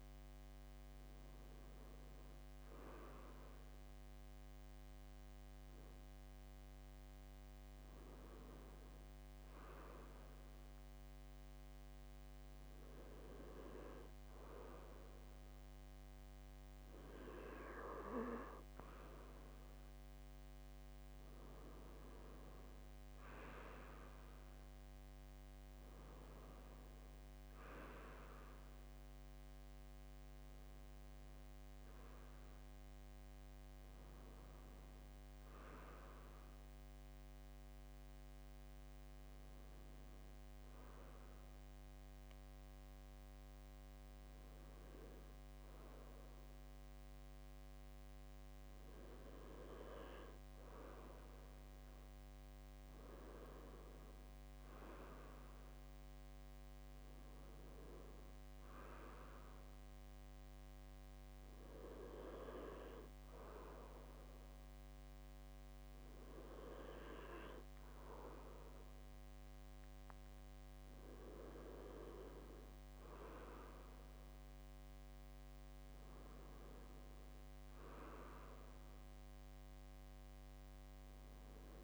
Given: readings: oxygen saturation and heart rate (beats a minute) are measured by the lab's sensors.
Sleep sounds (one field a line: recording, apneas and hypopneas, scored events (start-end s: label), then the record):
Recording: breathing in sleep by a microphone on the trachea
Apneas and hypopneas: none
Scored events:
none scored
From the record:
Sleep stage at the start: N2 (light sleep)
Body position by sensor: upright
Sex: male